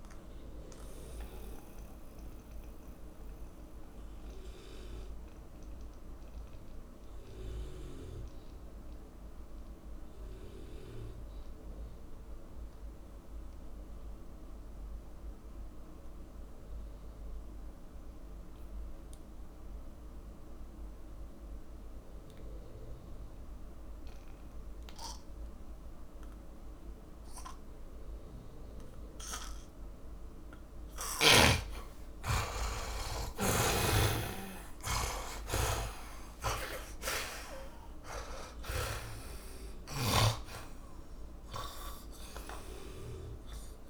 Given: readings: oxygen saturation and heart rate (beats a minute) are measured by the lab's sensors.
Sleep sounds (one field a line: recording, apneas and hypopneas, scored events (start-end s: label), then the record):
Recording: breathing in sleep by a room microphone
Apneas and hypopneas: 1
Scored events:
0.00-20.00 s: oxygen desaturation (device-marked, oxygen 75% lowest)
2.00-28.00 s: mixed apnea (oxygen 100% before, 75% lowest)
31.50-36.00 s: arousal
32.00-43.90 s: oxygen desaturation (device-marked, oxygen 100% before, 76% lowest)
From the record:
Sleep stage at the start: N2 (light sleep)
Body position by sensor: on the back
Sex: male